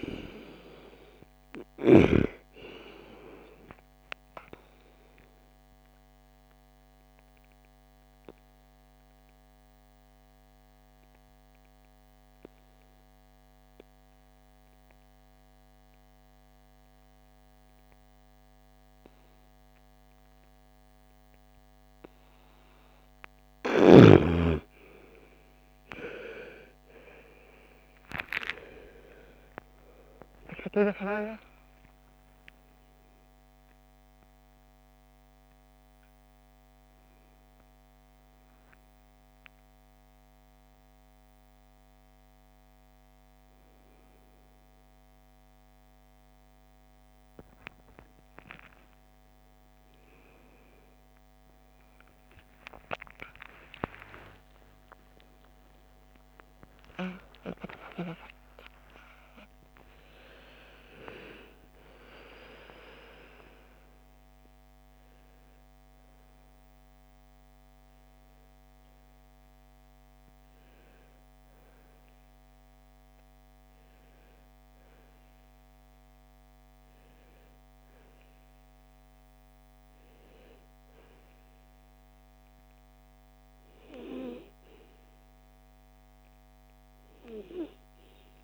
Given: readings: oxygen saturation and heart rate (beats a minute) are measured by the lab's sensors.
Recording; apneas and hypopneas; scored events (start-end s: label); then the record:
a person partly awake in a sleep study, by a microphone on the trachea; 1
0.00-14.50 s: oxygen desaturation (device-marked, oxygen 90% lowest, heart rate 45 extreme)
6.00-23.00 s: obstructive apnea (oxygen 98% before, 88% lowest, heart rate 57 before, 45 extreme, up 22 after)
22.50-47.50 s: oxygen desaturation (device-marked, oxygen 98% before, 88% lowest, heart rate 62 before, 56 extreme)
32.50-62.50 s: new sleep stage, awake
62.50-88.44 s: new sleep stage, N1 (lightest sleep)
From the record:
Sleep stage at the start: N2 (light sleep); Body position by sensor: on the right side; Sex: female